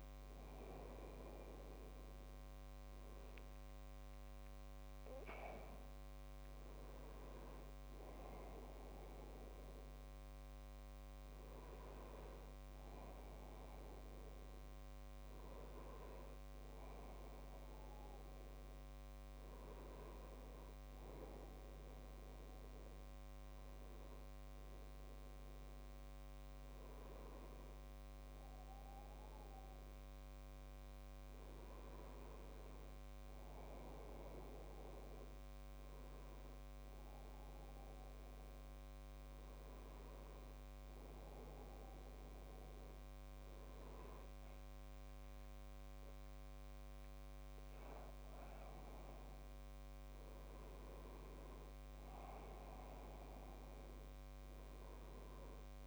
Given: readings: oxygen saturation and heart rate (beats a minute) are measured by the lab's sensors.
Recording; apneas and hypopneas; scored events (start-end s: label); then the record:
breathing in sleep by a microphone on the trachea; none
none scored
From the record:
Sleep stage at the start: N1 (lightest sleep); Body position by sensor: on the back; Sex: male